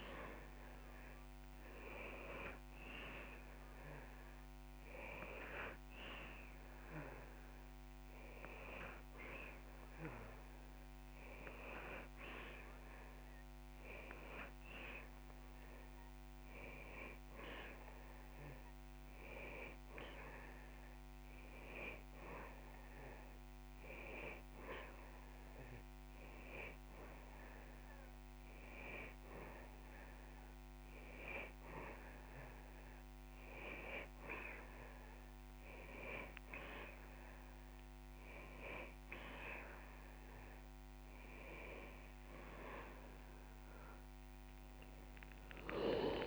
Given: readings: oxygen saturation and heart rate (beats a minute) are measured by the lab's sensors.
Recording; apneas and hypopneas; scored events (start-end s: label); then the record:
breathing in sleep by a microphone on the trachea; 1
0.00-17.00 s: oxygen desaturation (device-marked, oxygen 95% lowest)
19.00-31.50 s: hypopnea (oxygen 98% before, 92% lowest)
From the record:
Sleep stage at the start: N2 (light sleep); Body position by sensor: on the back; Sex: male